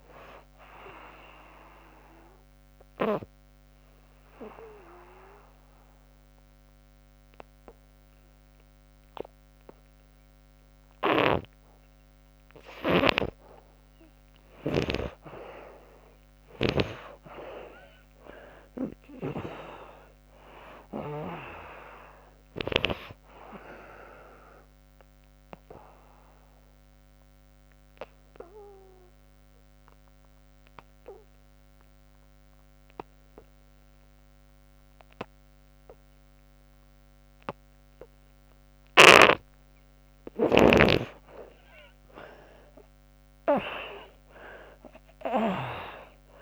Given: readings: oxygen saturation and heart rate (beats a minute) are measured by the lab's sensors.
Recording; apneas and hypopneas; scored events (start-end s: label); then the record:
breathing in sleep by a microphone on the trachea; 2
0.00-18.00 s: oxygen desaturation (device-marked, oxygen 69% lowest, heart rate 64 extreme)
0.50-13.50 s: mixed apnea (oxygen 96% before, 69% lowest, heart rate 87 before, 65 extreme, up 30 after)
10.50-16.50 s: snoring (device-marked)
17.00-21.50 s: arousal
20.00-34.00 s: oxygen desaturation (device-marked, oxygen 95% before, 79% lowest, heart rate 86 before, 64 extreme)
25.00-38.50 s: obstructive apnea (oxygen 95% before, 70% lowest, heart rate 82 before, 64 extreme)
36.00-46.42 s: oxygen desaturation (device-marked, oxygen 94% before, 74% lowest, heart rate 82 before, 69 extreme)
41.50-45.50 s: arousal
From the record:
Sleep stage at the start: N2 (light sleep); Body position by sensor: on the back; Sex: female